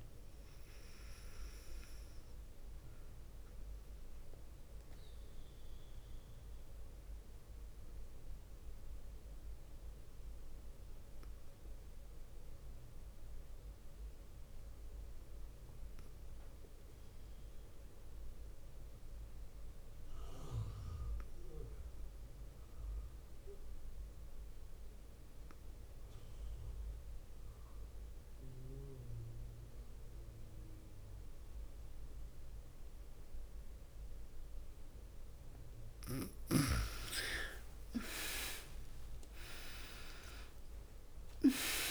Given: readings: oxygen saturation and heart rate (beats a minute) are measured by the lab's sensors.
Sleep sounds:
breathing in sleep by a room microphone; 1
0.00-14.50 s: oxygen desaturation (device-marked, oxygen 91% lowest, heart rate 50 extreme)
3.50-34.50 s: obstructive apnea (oxygen 100% before, 87% lowest, heart rate 57 before, 50 extreme, up 6 after)
28.50-41.91 s: oxygen desaturation (device-marked, oxygen 99% before, 87% lowest, heart rate 52 before, 46 extreme)
36.50-41.50 s: arousal
From the record:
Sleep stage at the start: N2 (light sleep); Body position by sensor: on the back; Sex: female

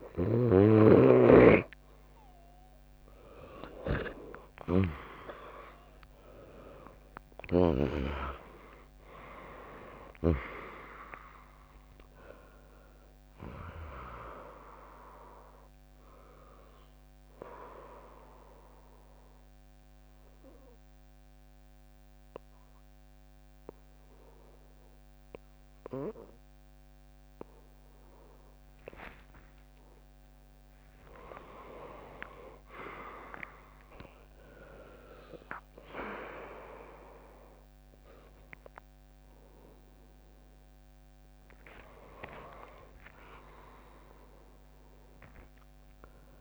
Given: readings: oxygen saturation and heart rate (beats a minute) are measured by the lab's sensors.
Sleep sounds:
breathing in sleep by a microphone on the trachea; 1
4.50-9.00 s: arousal
8.50-19.50 s: drop in pulse transit time (device-marked, heart rate 74 before, 77 extreme)
17.50-28.00 s: central apnea (oxygen 99% before, 96% lowest, heart rate 77 before, 67 extreme, up 1 after)
29.00-33.00 s: arousal
30.50-41.50 s: drop in pulse transit time (device-marked, heart rate 86 before, 67 extreme)
From the record:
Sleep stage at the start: N2 (light sleep); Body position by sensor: on the right side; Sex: female

